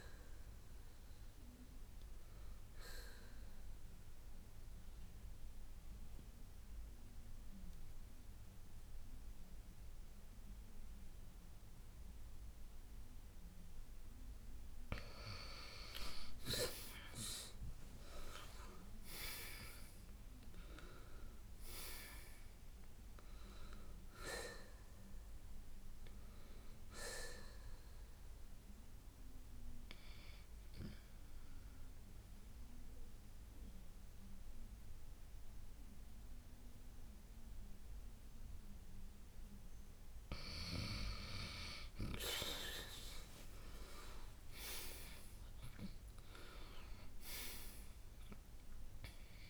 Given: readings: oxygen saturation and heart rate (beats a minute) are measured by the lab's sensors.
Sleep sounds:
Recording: breathing in sleep by a room microphone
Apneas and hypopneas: 2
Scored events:
0.00-7.50 s: oxygen desaturation (device-marked, oxygen 87% lowest, heart rate 52 extreme)
3.50-15.50 s: obstructive apnea (oxygen 92% before, 87% lowest, heart rate 75 before, 52 extreme, up 14 after)
13.50-32.50 s: oxygen desaturation (device-marked, oxygen 95% before, 87% lowest, heart rate 73 before, 53 extreme)
17.00-21.00 s: arousal
28.00-41.00 s: hypopnea (oxygen 95% before, 88% lowest, heart rate 62 before, 53 extreme, up 37 after)
37.50-49.50 s: oxygen desaturation (device-marked, oxygen 95% before, 88% lowest, heart rate 63 before, 57 extreme)
43.00-47.50 s: arousal
From the record:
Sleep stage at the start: N2 (light sleep)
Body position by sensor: on the right side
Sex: male

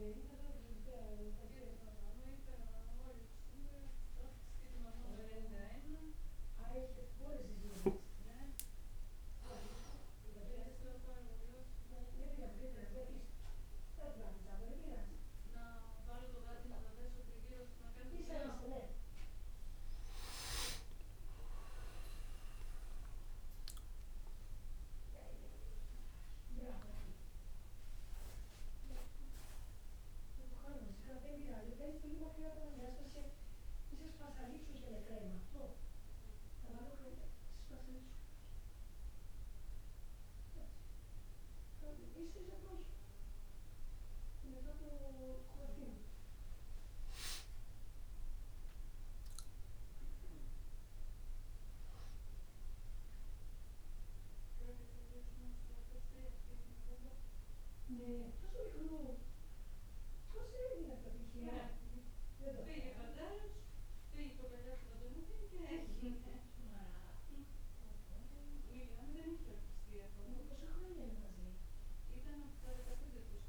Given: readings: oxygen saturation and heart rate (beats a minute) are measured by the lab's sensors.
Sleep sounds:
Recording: a person awake in a sleep study, by a room microphone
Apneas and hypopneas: none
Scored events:
23.00-28.00 s: arousal
42.50-73.49 s: new sleep stage, N1 (lightest sleep)
From the record:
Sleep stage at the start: awake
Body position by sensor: on the back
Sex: male

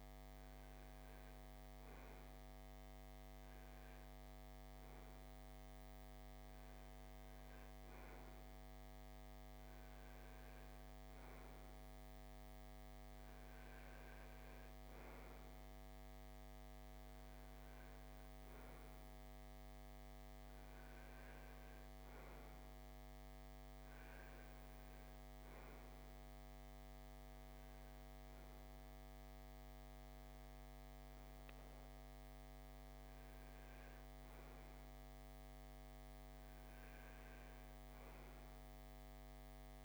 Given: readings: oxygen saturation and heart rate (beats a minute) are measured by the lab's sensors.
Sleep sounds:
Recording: breathing in sleep, hard to hear, by a microphone on the trachea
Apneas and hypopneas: none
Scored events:
38.50-39.85 s: oxygen desaturation (device-marked, oxygen 90% before, 87% lowest, heart rate 66 before, 66 extreme)
From the record:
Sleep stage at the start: REM sleep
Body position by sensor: on the right side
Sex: male

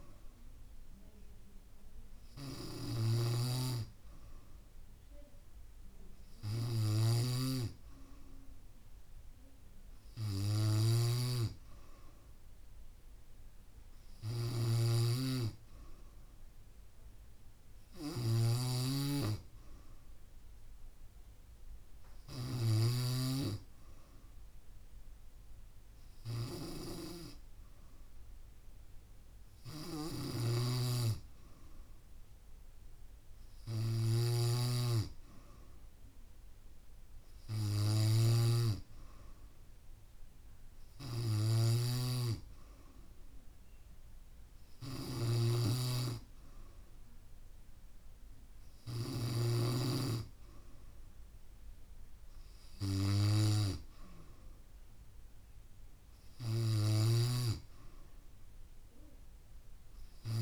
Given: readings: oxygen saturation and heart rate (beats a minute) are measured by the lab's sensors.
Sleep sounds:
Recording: breathing in sleep by a room microphone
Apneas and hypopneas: none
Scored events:
0.00-23.00 s: snoring (device-marked)
23.00-28.00 s: bradycardia (device-marked, heart rate 69 before, 59 extreme)
30.00-49.50 s: snoring (device-marked)
57.00-60.42 s: snoring (device-marked)
From the record:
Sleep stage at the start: N3 (deep sleep)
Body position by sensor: on the back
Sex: female

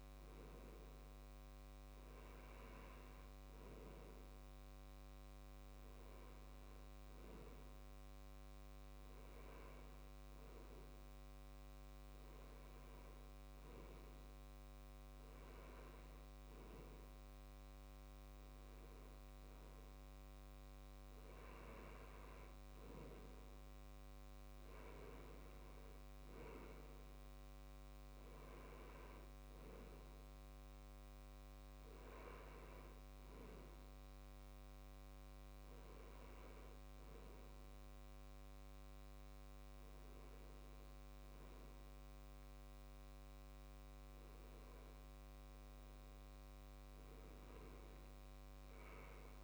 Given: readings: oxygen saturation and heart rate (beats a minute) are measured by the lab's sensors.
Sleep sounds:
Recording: breathing in sleep, hard to hear, by a microphone on the trachea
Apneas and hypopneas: none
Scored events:
none scored
From the record:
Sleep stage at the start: N2 (light sleep)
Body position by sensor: on the left side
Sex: male

